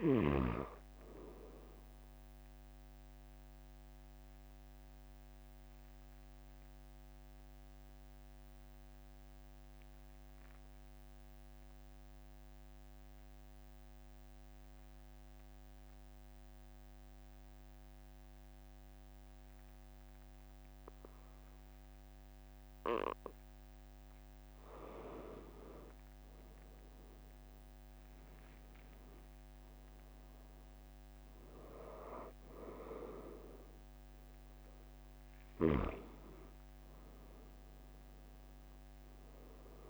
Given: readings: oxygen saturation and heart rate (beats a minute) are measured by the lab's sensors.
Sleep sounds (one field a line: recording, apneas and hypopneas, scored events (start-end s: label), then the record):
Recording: breathing in sleep by a microphone on the trachea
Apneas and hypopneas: 1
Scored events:
2.50-23.50 s: obstructive apnea (oxygen 96% before, 92% lowest, heart rate 45 before, 41 extreme, up 5 after)
26.00-30.50 s: arousal
From the record:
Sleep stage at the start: N2 (light sleep)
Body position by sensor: on the back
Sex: male